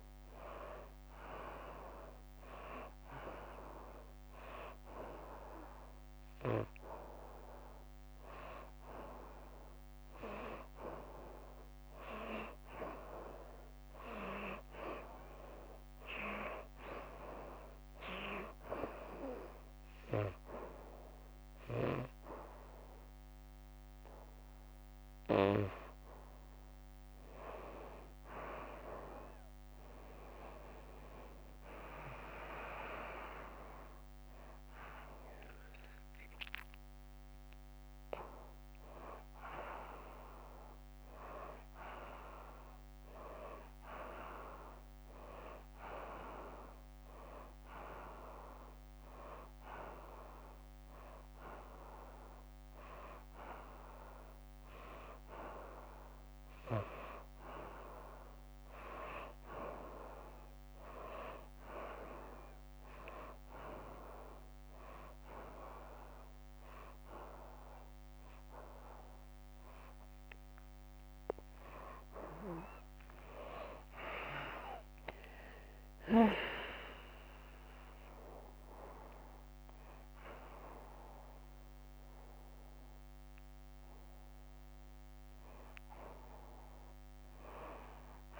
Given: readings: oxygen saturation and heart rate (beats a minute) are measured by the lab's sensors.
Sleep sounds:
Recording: breathing in sleep by a microphone on the trachea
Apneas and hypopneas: 2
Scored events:
0.50-11.00 s: hypopnea (oxygen 94% before, 87% lowest, heart rate 89 before, 79 extreme)
13.50-16.50 s: arousal
18.00-28.00 s: oxygen desaturation (device-marked, oxygen 93% before, 90% lowest, heart rate 89 before, 79 extreme)
30.50-35.00 s: arousal
34.00-51.00 s: oxygen desaturation (device-marked, oxygen 93% before, 87% lowest, heart rate 86 before, 88 extreme)
61.50-72.50 s: hypopnea (oxygen 97% before, 90% lowest, heart rate 94 before, 88 extreme, up 8 after)
63.00-74.00 s: oxygen desaturation (device-marked, oxygen 96% before, 91% lowest, heart rate 92 before, 88 extreme)
73.50-77.00 s: arousal
81.00-88.40 s: oxygen desaturation (device-marked, oxygen 94% before, 90% lowest, heart rate 94 before, 88 extreme)
From the record:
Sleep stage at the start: N2 (light sleep)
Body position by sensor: on the back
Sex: female

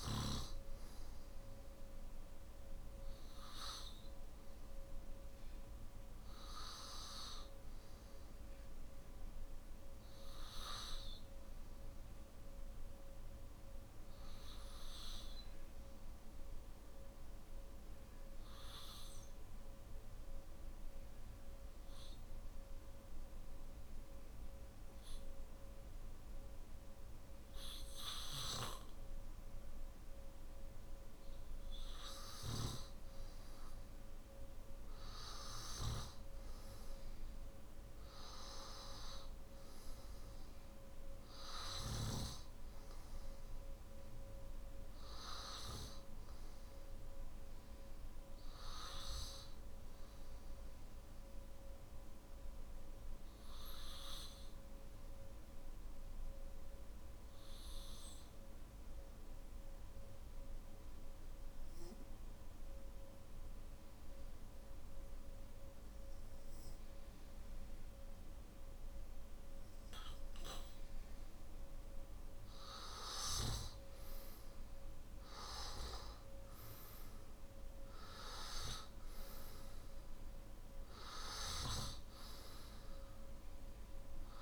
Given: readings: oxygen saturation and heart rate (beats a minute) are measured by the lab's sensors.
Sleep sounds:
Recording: breathing in sleep by a room microphone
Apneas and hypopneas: 2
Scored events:
0.00-9.50 s: oxygen desaturation (device-marked, oxygen 94% lowest, heart rate 51 extreme)
10.50-30.00 s: obstructive apnea (oxygen 98% before, 91% lowest, heart rate 55 before, 51 extreme, up 7 after)
36.50-56.50 s: oxygen desaturation (device-marked, oxygen 97% before, 92% lowest, heart rate 55 before, 52 extreme)
49.50-71.50 s: obstructive apnea (oxygen 97% before, 91% lowest, heart rate 58 before, 53 extreme, up 8 after)
74.50-84.42 s: oxygen desaturation (device-marked, oxygen 97% before, 91% lowest, heart rate 55 before, 50 extreme)
75.50-84.42 s: new sleep stage, N3 (deep sleep)
From the record:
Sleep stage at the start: N2 (light sleep)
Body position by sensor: on the back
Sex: male

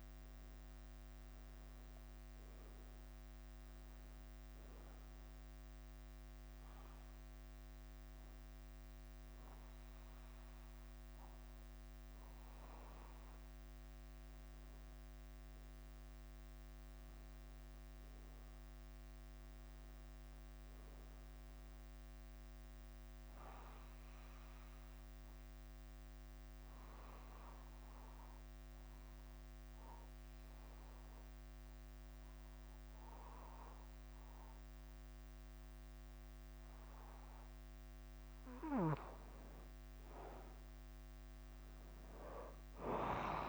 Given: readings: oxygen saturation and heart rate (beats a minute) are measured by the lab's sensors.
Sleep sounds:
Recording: breathing in sleep, hard to hear, by a microphone on the trachea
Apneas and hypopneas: 2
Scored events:
0.00-43.49 s: bradycardia (device-marked, heart rate 42 extreme)
5.50-15.50 s: obstructive apnea (oxygen 99% before, 93% lowest, heart rate 53 before, 42 extreme, up 10 after)
14.50-22.50 s: oxygen desaturation (device-marked, oxygen 97% before, 94% lowest, heart rate 50 before, 48 extreme)
17.00-21.00 s: arousal
25.00-38.00 s: obstructive apnea (oxygen 98% before, 93% lowest, heart rate 48 before, 46 extreme, up 3 after)
40.50-43.49 s: arousal
From the record:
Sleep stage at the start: N2 (light sleep)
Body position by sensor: on the back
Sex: male

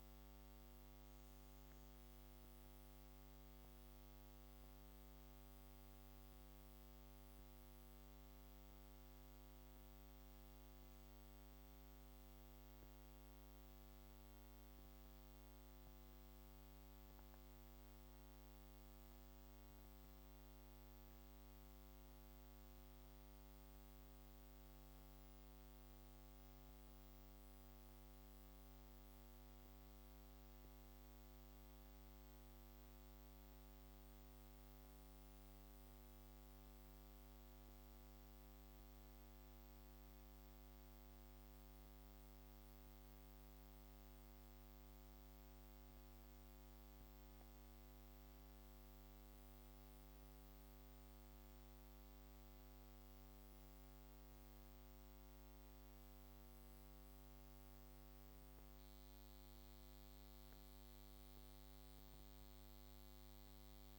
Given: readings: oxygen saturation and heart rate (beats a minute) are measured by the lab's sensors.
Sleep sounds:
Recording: breathing in sleep, hard to hear, by a microphone on the trachea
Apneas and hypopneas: 1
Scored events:
42.00-56.00 s: obstructive apnea (oxygen 97% before, 94% lowest)
60.50-63.99 s: arousal
From the record:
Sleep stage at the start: N2 (light sleep)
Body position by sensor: on the back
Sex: female

